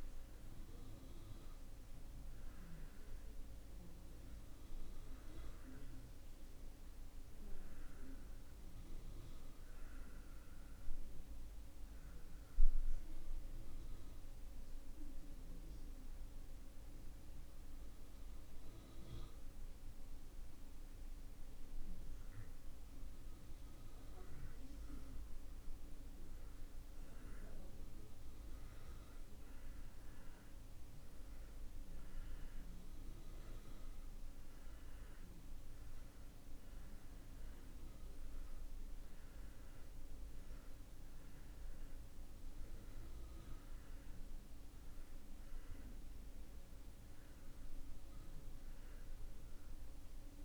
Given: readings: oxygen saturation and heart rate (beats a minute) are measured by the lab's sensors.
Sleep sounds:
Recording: breathing in sleep, hard to hear, by a room microphone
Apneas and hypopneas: 1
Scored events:
0.00-20.50 s: oxygen desaturation (device-marked, oxygen 86% lowest)
12.00-24.50 s: mixed apnea (oxygen 93% before, 84% lowest)
26.50-32.00 s: arousal
36.50-50.45 s: oxygen desaturation (device-marked, oxygen 95% before, 84% lowest)
From the record:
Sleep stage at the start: N2 (light sleep)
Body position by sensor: on the back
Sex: male

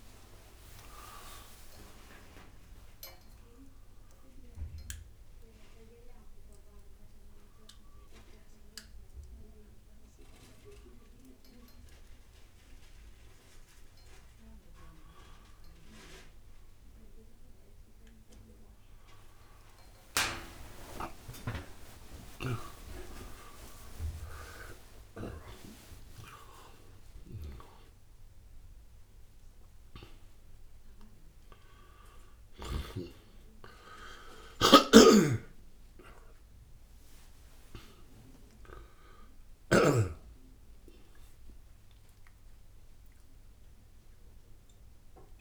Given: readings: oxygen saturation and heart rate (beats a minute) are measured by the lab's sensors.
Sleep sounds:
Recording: a person awake in a sleep study, by a room microphone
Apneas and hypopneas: none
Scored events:
25.00-28.00 s: oxygen desaturation (device-marked, oxygen 97% before, 94% lowest, heart rate 41 before, 74 extreme)
34.00-43.00 s: oxygen desaturation (device-marked, oxygen 96% before, 93% lowest, heart rate 72 before, 68 extreme)
35.00-40.00 s: snoring (device-marked)
From the record:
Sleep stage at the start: awake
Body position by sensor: on the right side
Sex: male

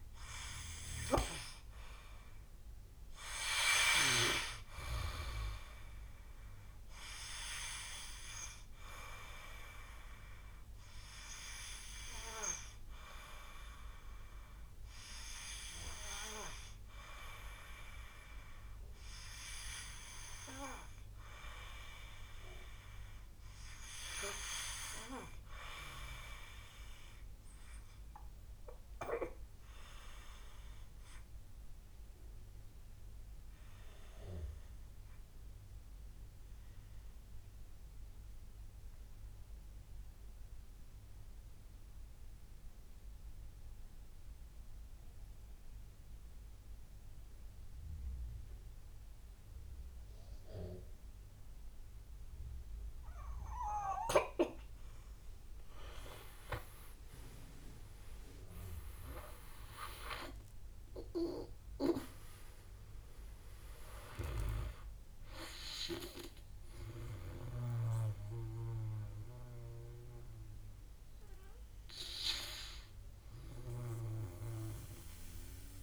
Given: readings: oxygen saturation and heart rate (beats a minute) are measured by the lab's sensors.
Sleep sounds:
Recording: breathing in sleep by a room microphone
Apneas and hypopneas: 1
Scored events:
0.00-5.50 s: oxygen desaturation (device-marked, oxygen 90% lowest, heart rate 45 extreme)
0.00-7.50 s: drop in pulse transit time (device-marked, heart rate 52 extreme)
22.00-25.50 s: arousal
25.50-44.50 s: oxygen desaturation (device-marked, oxygen 100% before, 93% lowest, heart rate 51 before, 47 extreme)
31.50-53.50 s: mixed apnea (oxygen 100% before, 81% lowest, heart rate 53 before, 47 extreme, up 31 after)
55.50-75.82 s: oxygen desaturation (device-marked, oxygen 94% before, 81% lowest, heart rate 52 before, 54 extreme)
56.50-59.50 s: arousal
60.50-75.82 s: drop in pulse transit time (device-marked, heart rate 57 before, 63 extreme)
From the record:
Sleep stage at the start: N2 (light sleep)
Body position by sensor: on the back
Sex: male

